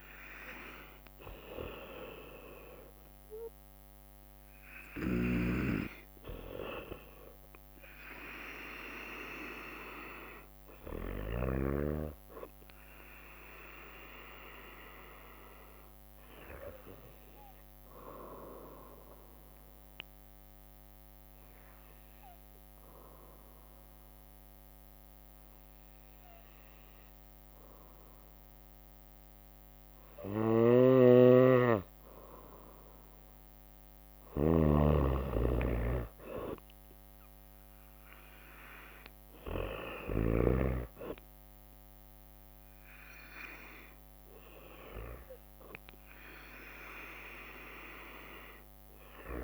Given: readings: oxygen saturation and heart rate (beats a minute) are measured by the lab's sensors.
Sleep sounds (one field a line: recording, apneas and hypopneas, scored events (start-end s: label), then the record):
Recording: breathing in sleep by a microphone on the trachea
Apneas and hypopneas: 1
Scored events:
0.00-24.50 s: oxygen desaturation (device-marked, oxygen 92% lowest, heart rate 58 extreme)
0.50-15.50 s: drop in pulse transit time (device-marked, heart rate 59 before, 60 extreme)
15.50-18.50 s: bradycardia (device-marked, heart rate 61 before, 60 extreme)
16.00-31.00 s: obstructive apnea (oxygen 96% before, 92% lowest, heart rate 62 before, 58 extreme, up 1 after)
30.00-40.00 s: snoring (device-marked)
30.50-38.50 s: bradycardia (device-marked, heart rate 61 before, 58 extreme)
35.50-39.50 s: arousal
38.50-49.44 s: drop in pulse transit time (device-marked, heart rate 60 before, 58 extreme)
43.50-49.44 s: oxygen desaturation (device-marked, oxygen 97% before, 93% lowest, heart rate 60 before, 57 extreme)
From the record:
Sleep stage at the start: N2 (light sleep)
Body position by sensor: on the right side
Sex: female